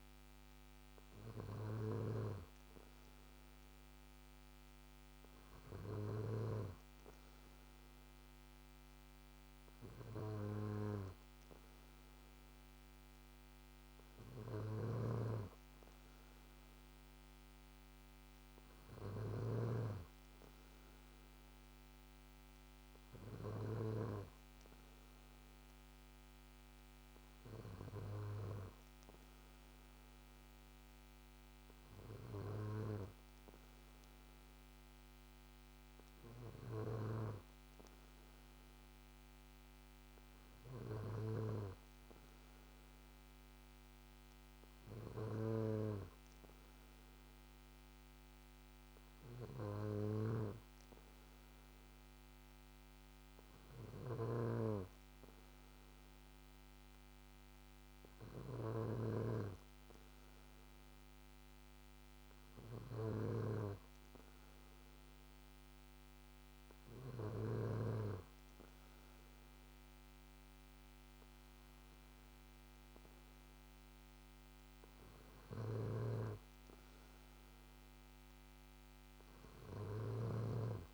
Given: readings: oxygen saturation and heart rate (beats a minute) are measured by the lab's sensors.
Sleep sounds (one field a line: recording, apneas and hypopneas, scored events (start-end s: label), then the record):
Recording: breathing in sleep by a microphone on the trachea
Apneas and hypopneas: none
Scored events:
14.50-24.00 s: snoring (device-marked)
45.00-67.50 s: snoring (device-marked)
75.50-80.93 s: snoring (device-marked)
From the record:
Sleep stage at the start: N2 (light sleep)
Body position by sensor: on the back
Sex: male